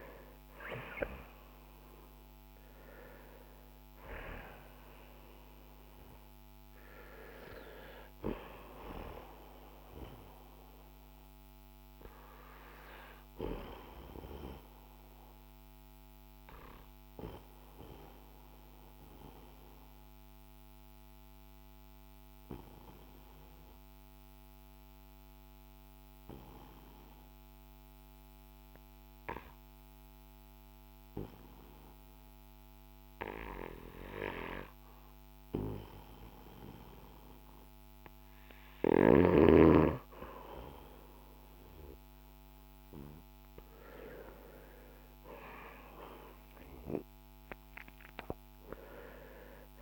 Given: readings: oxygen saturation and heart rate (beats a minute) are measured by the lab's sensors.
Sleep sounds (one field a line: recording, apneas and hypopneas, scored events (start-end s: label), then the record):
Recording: breathing in sleep by a microphone on the trachea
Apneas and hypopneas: 1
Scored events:
14.00-37.50 s: obstructive apnea (oxygen 96% before, 90% lowest, heart rate 58 before, 43 extreme, up 6 after)
21.00-31.00 s: oxygen desaturation (device-marked, oxygen 93% before, 90% lowest, heart rate 54 before, 43 extreme)
40.50-44.00 s: arousal
From the record:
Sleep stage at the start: N2 (light sleep)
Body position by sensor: on the back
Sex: male